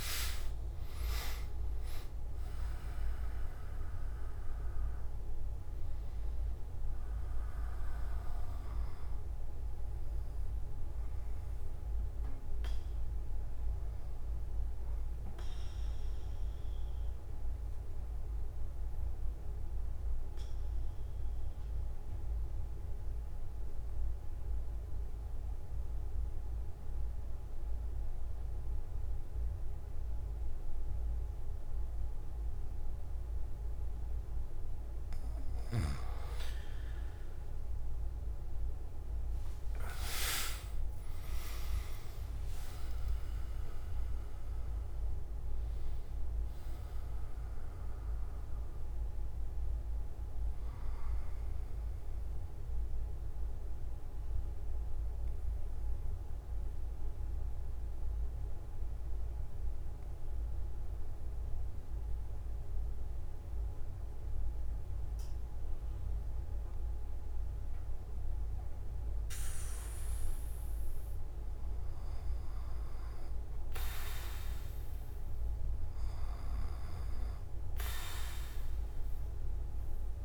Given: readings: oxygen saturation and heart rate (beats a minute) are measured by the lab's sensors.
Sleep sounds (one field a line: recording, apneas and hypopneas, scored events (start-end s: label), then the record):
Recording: breathing in sleep, hard to hear, by a room microphone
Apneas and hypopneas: 2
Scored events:
3.50-25.50 s: oxygen desaturation (device-marked, oxygen 99% before, 93% lowest)
15.00-34.50 s: mixed apnea (oxygen 100% before, 93% lowest)
41.50-51.50 s: oxygen desaturation (device-marked, oxygen 99% before, 95% lowest)
53.00-67.00 s: central apnea (oxygen 99% before, 92% lowest)
From the record:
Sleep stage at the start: N3 (deep sleep)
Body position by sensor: on the back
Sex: male